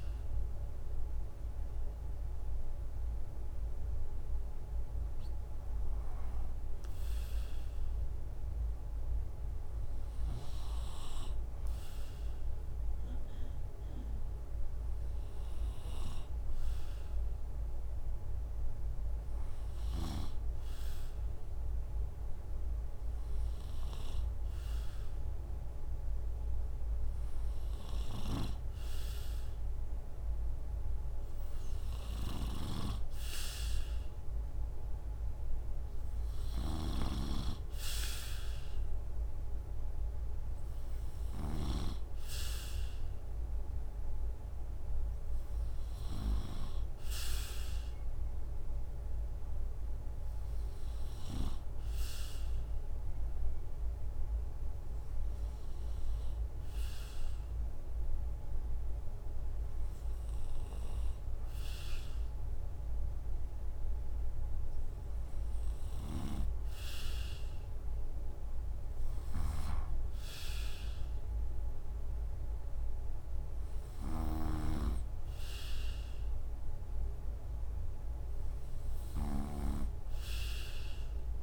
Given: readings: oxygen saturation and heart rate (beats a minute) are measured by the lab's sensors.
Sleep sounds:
breathing in sleep by a room microphone; none
32.00-41.50 s: snoring (device-marked)
69.00-81.43 s: snoring (device-marked)
From the record:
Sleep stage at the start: N2 (light sleep); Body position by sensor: on the right side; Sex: male

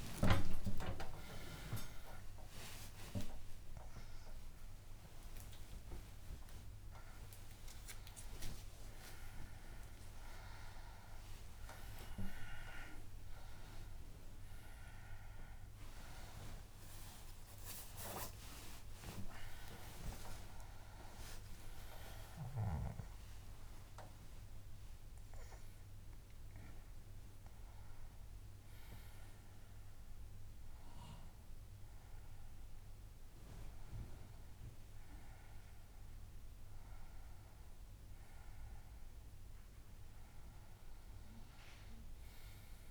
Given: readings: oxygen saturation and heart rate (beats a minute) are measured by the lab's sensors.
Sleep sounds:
a person awake in a sleep study, by a room microphone; none
0.00-1.00 s: long interval between heartbeats (device-marked, heart rate 82 extreme)
3.50-5.50 s: long interval between heartbeats (device-marked, heart rate 74 before, 99 extreme)
5.50-7.50 s: long interval between heartbeats (device-marked, heart rate 77 before, 116 extreme)
9.50-11.50 s: long interval between heartbeats (device-marked, heart rate 89 before, 143 extreme)
20.50-22.50 s: long interval between heartbeats (device-marked, heart rate 112 before, 98 extreme)
From the record:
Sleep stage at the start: awake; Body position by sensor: on the back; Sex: female

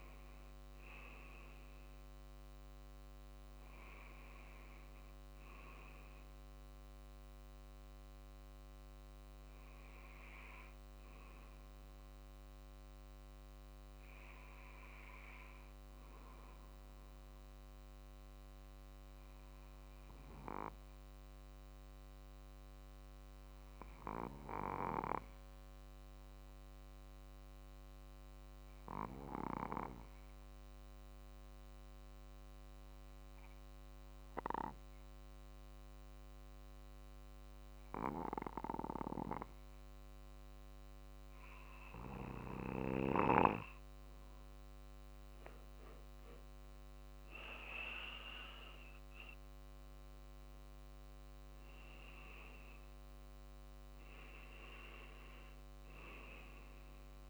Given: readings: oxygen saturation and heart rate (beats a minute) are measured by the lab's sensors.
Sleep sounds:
breathing in sleep by a microphone on the trachea; 1
8.50-26.50 s: oxygen desaturation (device-marked, oxygen 95% before, 92% lowest, heart rate 46 before, 47 extreme)
11.00-45.00 s: obstructive apnea (oxygen 95% before, 92% lowest, heart rate 46 before, 47 extreme, up 4 after)
47.00-52.00 s: arousal
From the record:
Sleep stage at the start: N2 (light sleep); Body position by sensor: on the back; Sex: male

